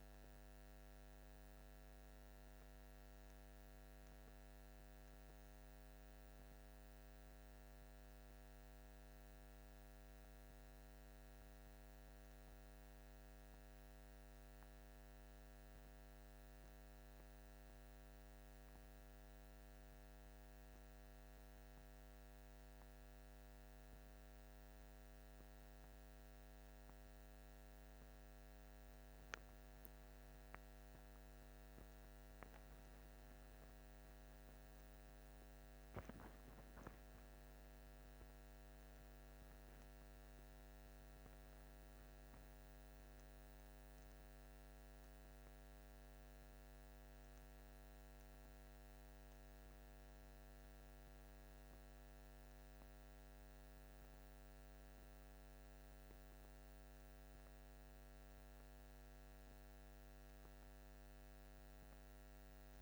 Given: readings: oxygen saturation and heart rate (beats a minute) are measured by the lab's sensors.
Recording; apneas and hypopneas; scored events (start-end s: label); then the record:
breathing in sleep, hard to hear, by a microphone on the trachea; none
none scored
From the record:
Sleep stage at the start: N1 (lightest sleep); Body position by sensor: on the back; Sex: male